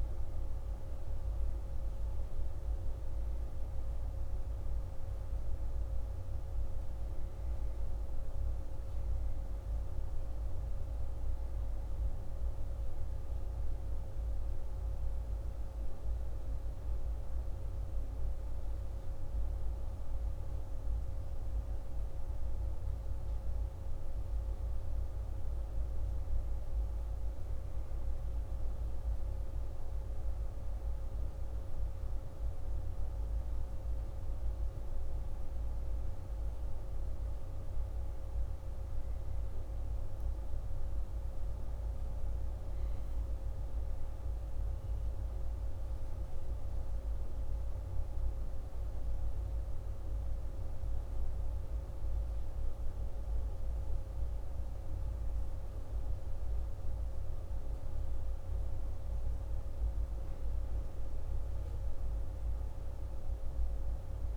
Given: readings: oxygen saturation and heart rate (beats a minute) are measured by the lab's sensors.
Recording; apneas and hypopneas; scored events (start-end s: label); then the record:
a person partly awake in a sleep study, hard to hear, by a room microphone; none
13.50-64.37 s: new sleep stage, N1 (lightest sleep)
From the record:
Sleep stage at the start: awake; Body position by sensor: on the back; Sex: male